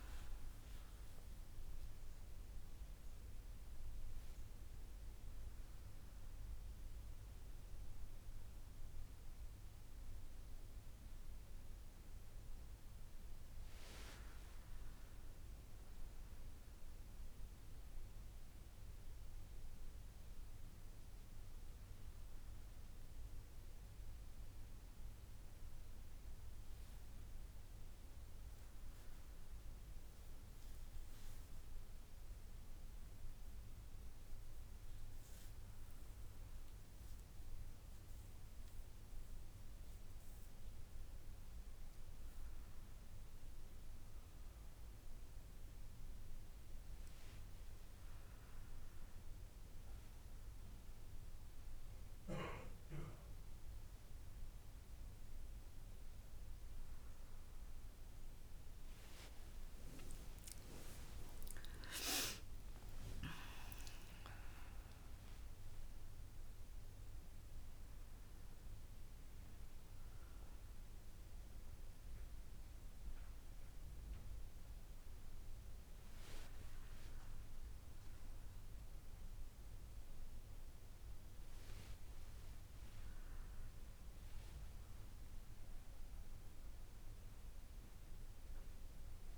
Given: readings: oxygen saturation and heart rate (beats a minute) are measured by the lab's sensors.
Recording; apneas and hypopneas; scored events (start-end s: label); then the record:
a person awake in a sleep study, by a room microphone; none
none scored
From the record:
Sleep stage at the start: awake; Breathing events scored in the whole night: 100 in 8.2 hours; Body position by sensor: on the back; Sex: female